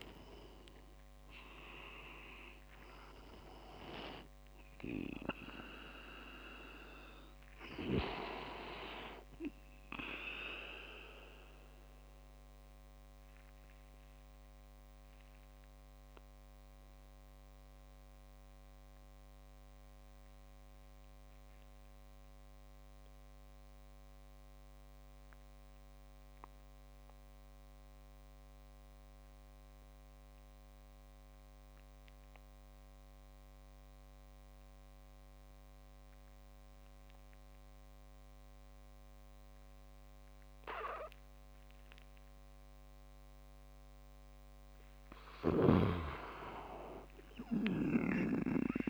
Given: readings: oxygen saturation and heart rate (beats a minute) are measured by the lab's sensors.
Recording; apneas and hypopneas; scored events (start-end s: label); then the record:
breathing in sleep by a microphone on the trachea; 1
0.00-1.00 s: arousal
0.00-8.50 s: oxygen desaturation (device-marked, oxygen 91% lowest)
10.50-29.50 s: oxygen desaturation (device-marked, oxygen 93% before, 82% lowest)
11.50-44.50 s: obstructive apnea (oxygen 97% before, 82% lowest)
46.50-48.90 s: arousal
From the record:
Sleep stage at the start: REM sleep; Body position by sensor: on the back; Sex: male